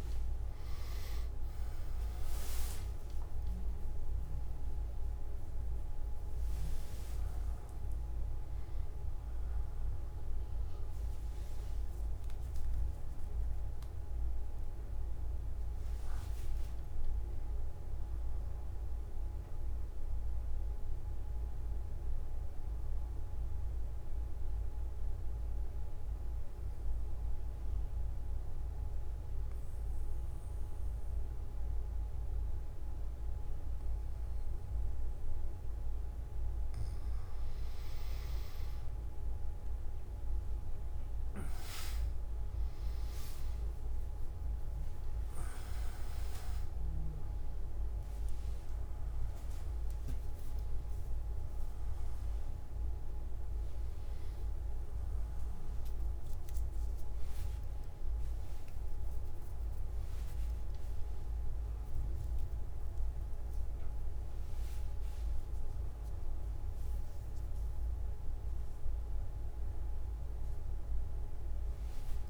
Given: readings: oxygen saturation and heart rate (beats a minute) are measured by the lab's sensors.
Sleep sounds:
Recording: breathing in sleep, hard to hear, by a room microphone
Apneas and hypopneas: 1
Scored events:
0.00-7.00 s: oxygen desaturation (device-marked, oxygen 99% before, 95% lowest)
23.00-36.50 s: mixed apnea (oxygen 100% before, 94% lowest)
54.00-63.00 s: oxygen desaturation (device-marked, oxygen 98% before, 94% lowest)
From the record:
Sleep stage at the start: N1 (lightest sleep)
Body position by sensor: on the back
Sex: male

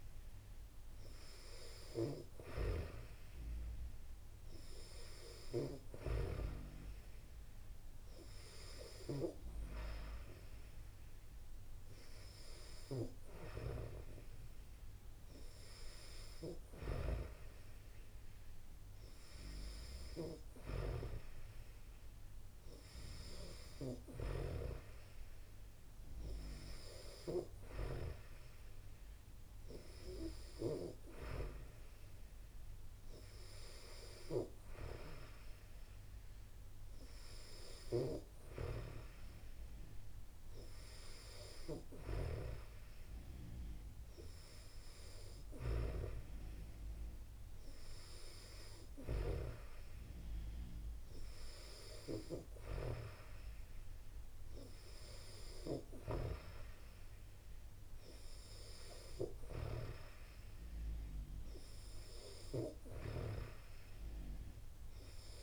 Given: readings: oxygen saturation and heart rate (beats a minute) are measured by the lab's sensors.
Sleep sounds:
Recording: breathing in sleep by a room microphone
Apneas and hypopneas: none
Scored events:
none scored
From the record:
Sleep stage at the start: N2 (light sleep)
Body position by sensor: on the back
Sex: female

